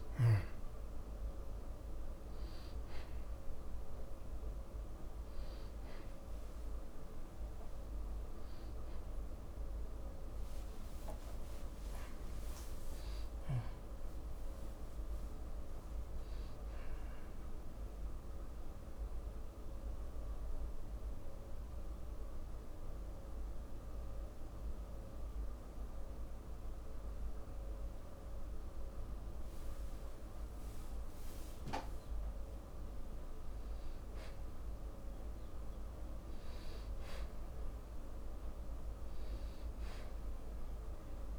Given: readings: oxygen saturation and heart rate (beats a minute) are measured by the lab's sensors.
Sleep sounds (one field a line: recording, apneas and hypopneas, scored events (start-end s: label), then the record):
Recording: breathing in sleep, hard to hear, by a room microphone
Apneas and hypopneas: 1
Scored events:
0.00-9.50 s: oxygen desaturation (device-marked, oxygen 93% lowest, heart rate 55 extreme)
10.50-14.50 s: arousal
17.50-30.00 s: mixed apnea (oxygen 97% before, 93% lowest, heart rate 75 before, 54 extreme, up 0 after)
31.50-35.00 s: arousal
39.50-41.39 s: oxygen desaturation (device-marked, oxygen 97% before, 93% lowest, heart rate 55 before, 55 extreme)
From the record:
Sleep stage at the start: N2 (light sleep)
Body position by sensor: on the back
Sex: male